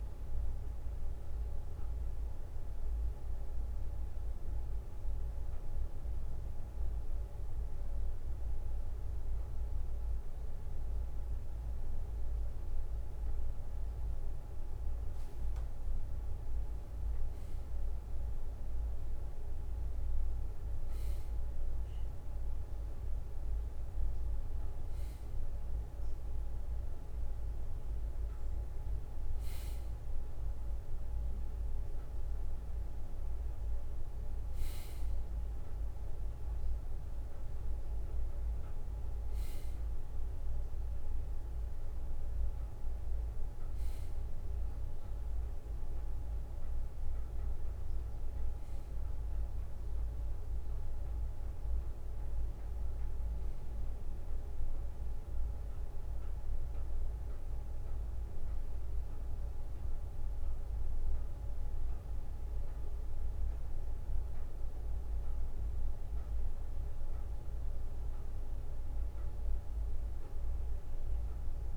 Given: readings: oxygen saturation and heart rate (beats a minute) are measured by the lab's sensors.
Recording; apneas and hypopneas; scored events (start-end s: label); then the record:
a person awake in a sleep study, hard to hear, by a room microphone; none
14.50-16.50 s: leg movement (device-marked)
33.00-38.00 s: bradycardia (device-marked, heart rate 65 before, 59 extreme)
41.00-47.00 s: bradycardia (device-marked, heart rate 65 before, 59 extreme)
From the record:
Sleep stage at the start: awake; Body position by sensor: on the right side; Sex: male